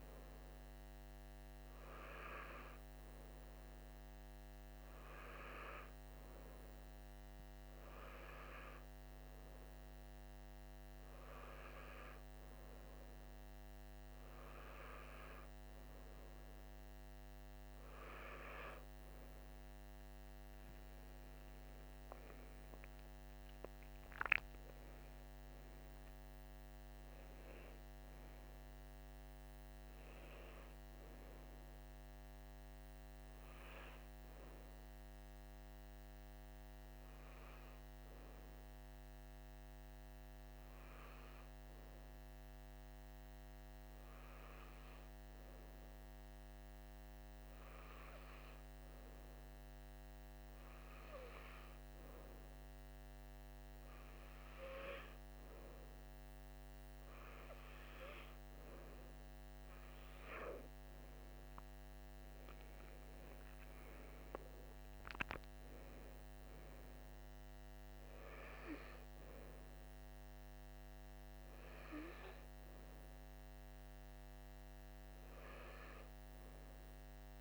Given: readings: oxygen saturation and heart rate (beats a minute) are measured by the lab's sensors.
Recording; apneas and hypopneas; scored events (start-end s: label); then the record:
breathing in sleep by a microphone on the trachea; 1
32.50-56.50 s: hypopnea (oxygen 96% before, 95% lowest, heart rate 59 before, 50 extreme, up 10 after)
61.50-65.50 s: arousal
From the record:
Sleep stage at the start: N3 (deep sleep); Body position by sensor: on the right side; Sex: male